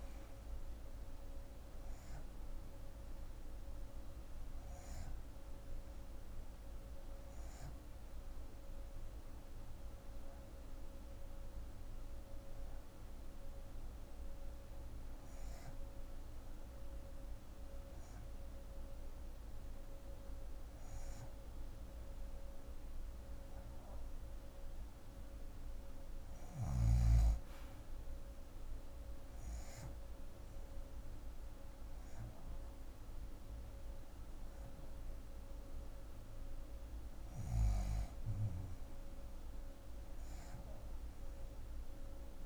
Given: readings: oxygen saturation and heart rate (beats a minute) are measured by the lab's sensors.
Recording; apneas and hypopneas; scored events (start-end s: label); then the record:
breathing in sleep, hard to hear, by a room microphone; 1
0.00-20.50 s: oxygen desaturation (device-marked, oxygen 83% lowest, heart rate 58 extreme)
7.50-24.00 s: hypopnea (oxygen 90% before, 77% lowest, heart rate 143 before, 58 extreme, up 49 after)
26.50-29.50 s: arousal
29.50-42.46 s: oxygen desaturation (device-marked, oxygen 90% before, 84% lowest, heart rate 126 before, 62 extreme)
From the record:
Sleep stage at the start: REM sleep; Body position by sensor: on the left side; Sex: female